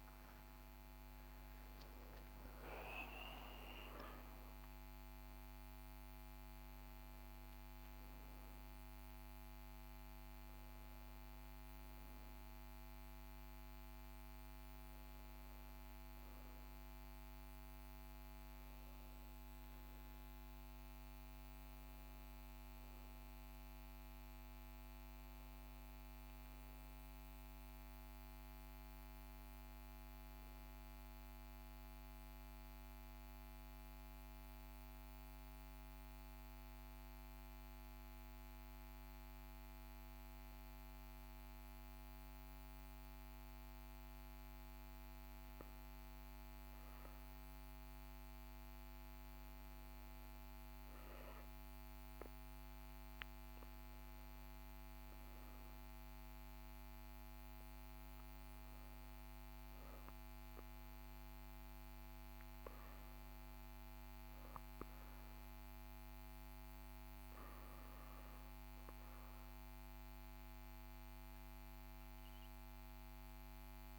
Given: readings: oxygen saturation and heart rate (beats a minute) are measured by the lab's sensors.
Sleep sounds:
a person partly awake in a sleep study, hard to hear, by a microphone on the trachea; 1
0.00-3.00 s: oxygen desaturation (device-marked, oxygen 92% lowest, heart rate 44 extreme)
4.00-64.00 s: new sleep stage, N1 (lightest sleep)
31.00-44.50 s: central apnea (oxygen 100% before, 96% lowest, heart rate 45 before, 42 extreme, up 1 after)
47.50-52.00 s: arousal
55.00-72.00 s: oxygen desaturation (device-marked, oxygen 99% before, 96% lowest, heart rate 43 before, 43 extreme)
64.00-73.99 s: new sleep stage, N2 (light sleep)
From the record:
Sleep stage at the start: awake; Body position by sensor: on the right side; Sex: male

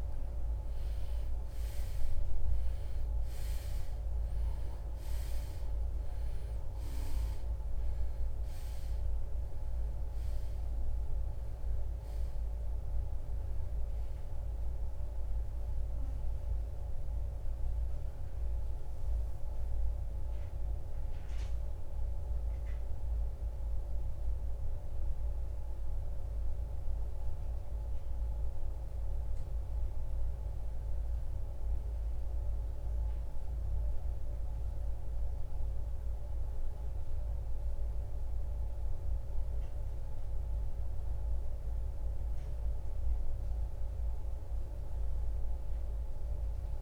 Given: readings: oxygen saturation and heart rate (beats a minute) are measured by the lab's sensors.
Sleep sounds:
breathing in sleep, hard to hear, by a room microphone; 1
18.50-35.00 s: hypopnea (oxygen 96% before, 84% lowest, heart rate 68 before, 62 extreme, up 3 after)
25.00-46.82 s: oxygen desaturation (device-marked, oxygen 94% before, 84% lowest, heart rate 71 before, 51 extreme)
37.50-42.00 s: arousal
From the record:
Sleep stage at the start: REM sleep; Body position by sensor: on the right side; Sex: male

